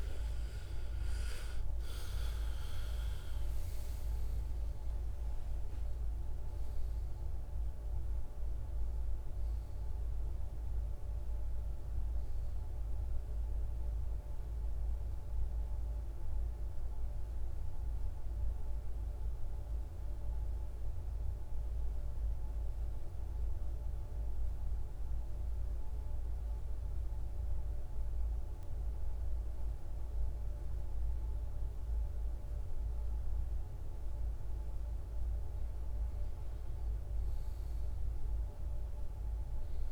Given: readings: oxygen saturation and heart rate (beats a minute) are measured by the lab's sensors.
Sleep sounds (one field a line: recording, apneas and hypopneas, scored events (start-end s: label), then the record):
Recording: breathing in sleep, hard to hear, by a room microphone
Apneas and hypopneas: 1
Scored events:
0.00-5.00 s: arousal
0.50-22.50 s: oxygen desaturation (device-marked, oxygen 97% before, 88% lowest, heart rate 59 before, 54 extreme)
17.50-28.50 s: central apnea (oxygen 97% before, 90% lowest, heart rate 67 before, 54 extreme, up 7 after)
30.00-34.50 s: arousal
From the record:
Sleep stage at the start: N2 (light sleep)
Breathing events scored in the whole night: 504 in 6.9 hours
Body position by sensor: on the back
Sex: male